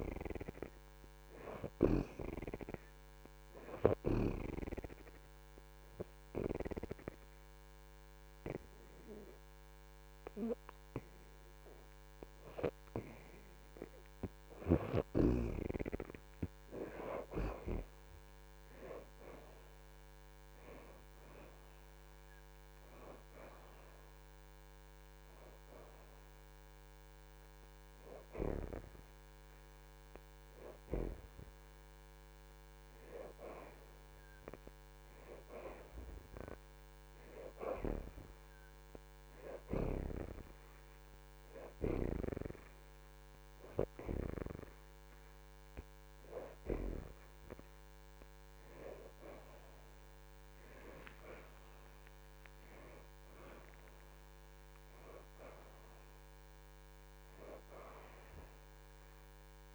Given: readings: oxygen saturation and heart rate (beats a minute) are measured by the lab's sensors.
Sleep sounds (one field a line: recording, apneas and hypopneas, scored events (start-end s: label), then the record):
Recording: breathing in sleep by a microphone on the trachea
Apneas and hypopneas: 1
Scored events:
0.00-6.00 s: oxygen desaturation (device-marked, oxygen 76% before, 68% lowest)
4.00-14.50 s: obstructive apnea (oxygen 76% before, 64% lowest)
18.00-22.00 s: arousal
19.00-48.00 s: oxygen desaturation (device-marked, oxygen 70% before, 64% lowest)
50.50-54.50 s: arousal
From the record:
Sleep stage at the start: N2 (light sleep)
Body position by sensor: on the back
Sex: female